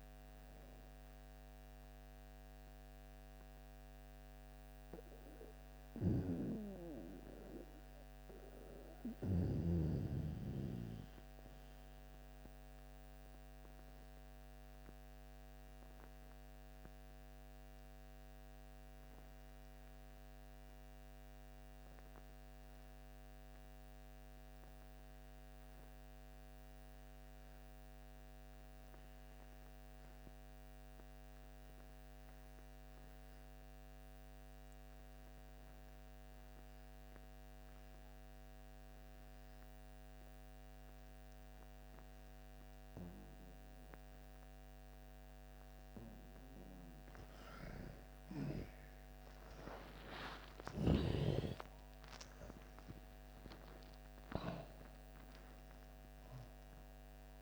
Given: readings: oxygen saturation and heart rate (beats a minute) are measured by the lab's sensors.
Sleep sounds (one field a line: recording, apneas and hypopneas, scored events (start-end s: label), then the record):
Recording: breathing in sleep by a microphone on the trachea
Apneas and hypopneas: 1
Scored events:
0.00-19.50 s: oxygen desaturation (device-marked, oxygen 78% lowest)
1.50-46.00 s: mixed apnea (oxygen 98% before, 76% lowest)
32.50-57.42 s: oxygen desaturation (device-marked, oxygen 98% before, 76% lowest)
48.00-52.50 s: arousal
From the record:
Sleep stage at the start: N2 (light sleep)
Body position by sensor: on the back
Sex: female